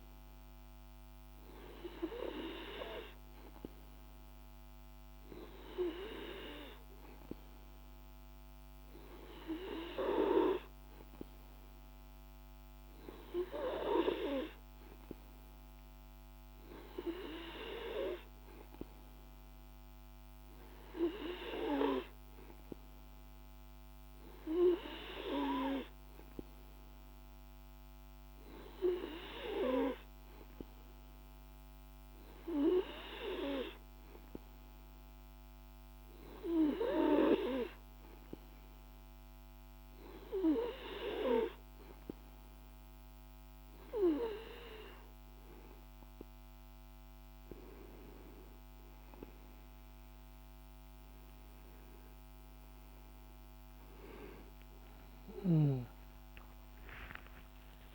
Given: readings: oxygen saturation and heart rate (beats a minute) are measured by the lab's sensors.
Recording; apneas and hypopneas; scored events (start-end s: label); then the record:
breathing in sleep by a microphone on the trachea; none
55.00-57.95 s: new sleep stage, awake
From the record:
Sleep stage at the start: N2 (light sleep); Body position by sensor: on the back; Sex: male